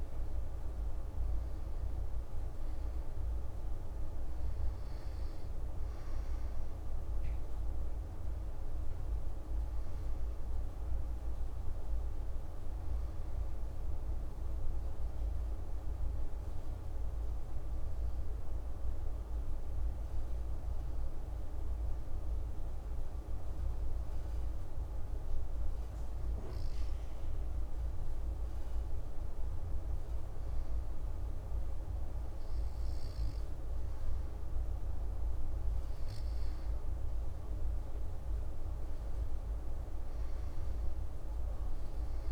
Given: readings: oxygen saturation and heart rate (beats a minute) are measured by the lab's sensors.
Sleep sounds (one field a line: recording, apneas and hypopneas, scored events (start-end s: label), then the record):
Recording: breathing in sleep, hard to hear, by a room microphone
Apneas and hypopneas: 1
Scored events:
17.00-28.50 s: obstructive apnea (oxygen 97% before, 94% lowest)
30.00-34.00 s: arousal
From the record:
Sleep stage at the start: N2 (light sleep)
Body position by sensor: on the back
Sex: male